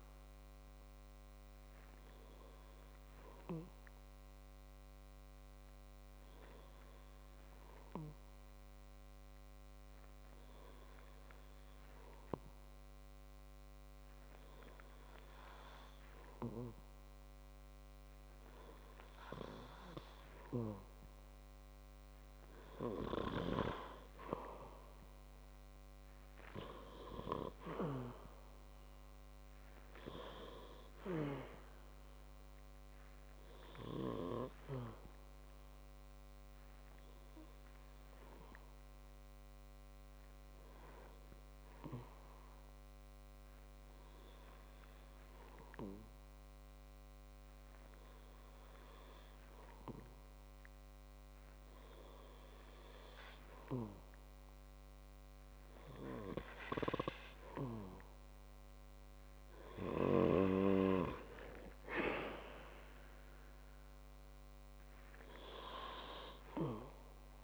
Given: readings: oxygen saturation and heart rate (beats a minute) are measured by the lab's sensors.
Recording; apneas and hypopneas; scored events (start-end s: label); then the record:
breathing in sleep by a microphone on the trachea; 2
5.00-18.50 s: hypopnea (oxygen 98% before, 95% lowest, heart rate 63 before, 52 extreme, up 9 after)
20.50-24.00 s: arousal
39.00-53.50 s: hypopnea (oxygen 98% before, 95% lowest, heart rate 65 before, 53 extreme, up 6 after)
57.50-61.50 s: arousal
From the record:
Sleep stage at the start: N2 (light sleep); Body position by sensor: on the back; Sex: male